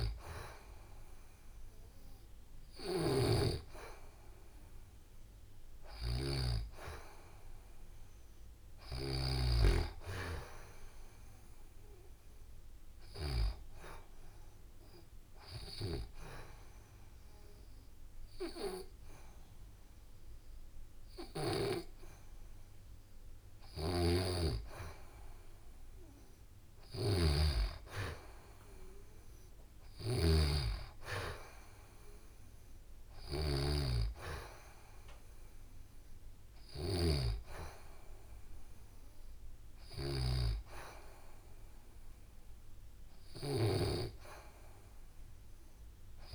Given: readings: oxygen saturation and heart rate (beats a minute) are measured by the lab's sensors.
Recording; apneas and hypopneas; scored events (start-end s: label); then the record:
breathing in sleep by a room microphone; 1
0.00-9.00 s: snoring (device-marked)
14.00-24.00 s: hypopnea (oxygen 93% before, 89% lowest, heart rate 71 before, 67 extreme, up 2 after)
23.00-43.50 s: snoring (device-marked)
26.00-30.00 s: arousal
35.50-46.35 s: oxygen desaturation (device-marked, oxygen 93% before, 89% lowest, heart rate 70 before, 68 extreme)
From the record:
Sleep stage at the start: N2 (light sleep); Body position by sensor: on the back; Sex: female